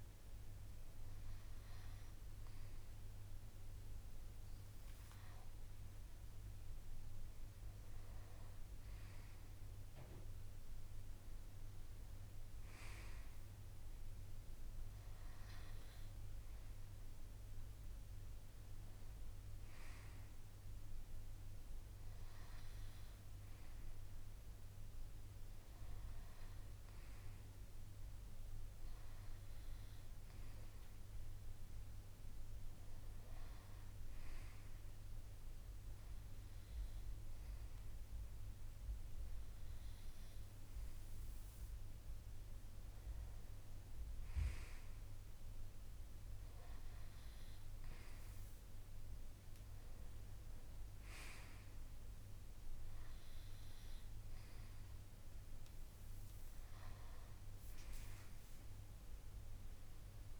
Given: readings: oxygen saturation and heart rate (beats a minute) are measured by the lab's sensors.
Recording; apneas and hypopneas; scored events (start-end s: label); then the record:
breathing in sleep, hard to hear, by a room microphone; none
none scored
From the record:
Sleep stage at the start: N2 (light sleep); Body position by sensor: on the right side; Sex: male